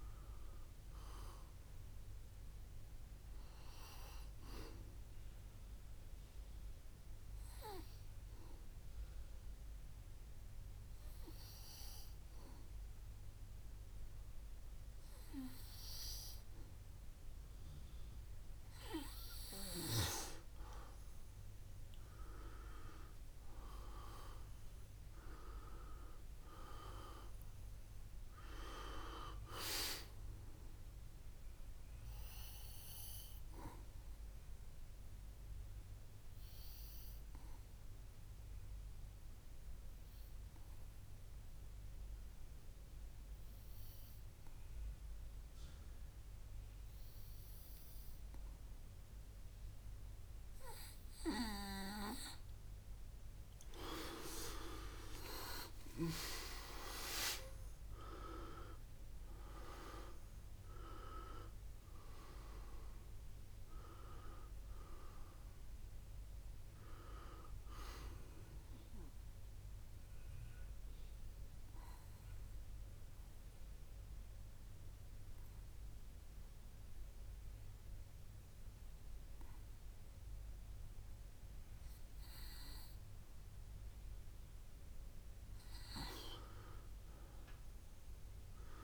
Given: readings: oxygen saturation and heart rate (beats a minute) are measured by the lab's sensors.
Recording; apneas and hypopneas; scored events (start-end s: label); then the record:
breathing in sleep by a room microphone; 3
1.50-4.00 s: arousal
7.00-19.00 s: obstructive apnea (oxygen 97% before, 92% lowest, heart rate 70 before, 60 extreme, up 9 after)
21.00-24.50 s: arousal
28.00-46.00 s: oxygen desaturation (device-marked, oxygen 97% before, 93% lowest, heart rate 63 before, 63 extreme)
35.00-51.50 s: obstructive apnea (oxygen 98% before, 91% lowest, heart rate 65 before, 58 extreme, up 7 after)
54.00-58.00 s: arousal
60.00-88.00 s: oxygen desaturation (device-marked, oxygen 97% before, 91% lowest, heart rate 66 before, 58 extreme)
68.50-83.50 s: obstructive apnea (oxygen 97% before, 90% lowest, heart rate 69 before, 58 extreme, up 8 after)
87.00-88.84 s: arousal
From the record:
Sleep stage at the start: N2 (light sleep); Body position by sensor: on the back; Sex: male